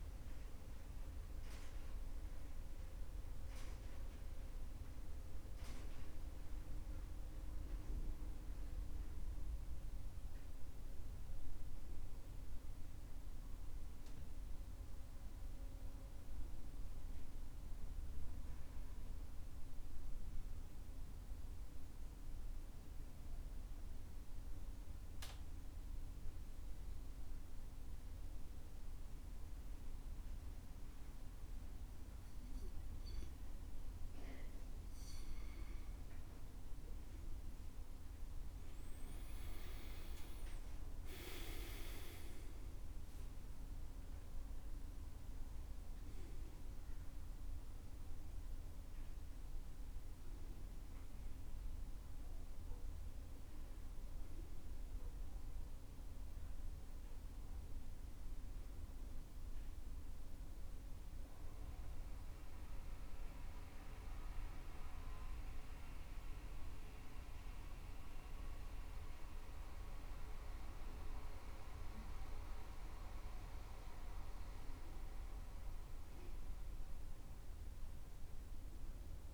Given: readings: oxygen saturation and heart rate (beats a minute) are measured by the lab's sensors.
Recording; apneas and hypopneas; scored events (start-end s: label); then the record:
breathing in sleep, hard to hear, by a room microphone; 1
0.00-23.50 s: oxygen desaturation (device-marked, oxygen 91% lowest, heart rate 63 extreme)
18.00-35.00 s: mixed apnea (oxygen 95% before, 90% lowest, heart rate 70 before, 63 extreme, up 10 after)
38.50-42.00 s: arousal
39.50-57.50 s: oxygen desaturation (device-marked, oxygen 97% before, 92% lowest, heart rate 65 before, 65 extreme)
63.50-75.50 s: oxygen desaturation (device-marked, oxygen 94% before, 90% lowest, heart rate 68 before, 66 extreme)
From the record:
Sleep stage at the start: N2 (light sleep); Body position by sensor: on the back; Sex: male